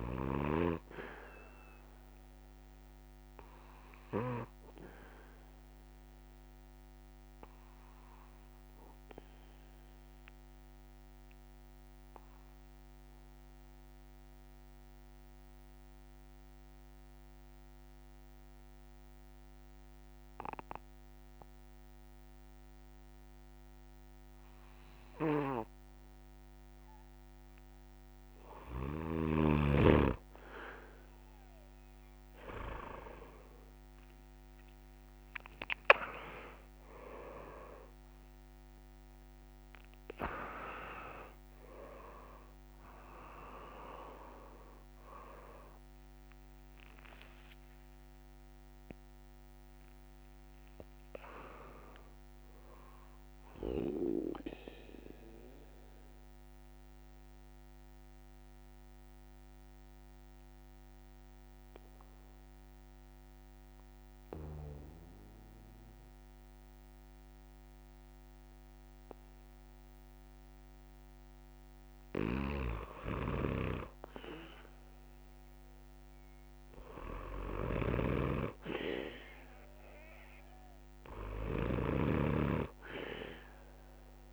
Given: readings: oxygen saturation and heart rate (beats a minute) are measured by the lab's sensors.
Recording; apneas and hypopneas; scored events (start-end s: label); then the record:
breathing in sleep by a microphone on the trachea; 2
3.50-19.50 s: oxygen desaturation (device-marked, oxygen 99% before, 94% lowest)
4.50-25.50 s: obstructive apnea (oxygen 100% before, 94% lowest)
44.50-58.50 s: oxygen desaturation (device-marked, oxygen 99% before, 95% lowest)
54.50-72.00 s: obstructive apnea (oxygen 99% before, 94% lowest)
72.00-84.33 s: snoring (device-marked)
79.50-84.33 s: oxygen desaturation (device-marked, oxygen 100% before, 94% lowest)
From the record:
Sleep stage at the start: N3 (deep sleep); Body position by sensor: on the back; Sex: male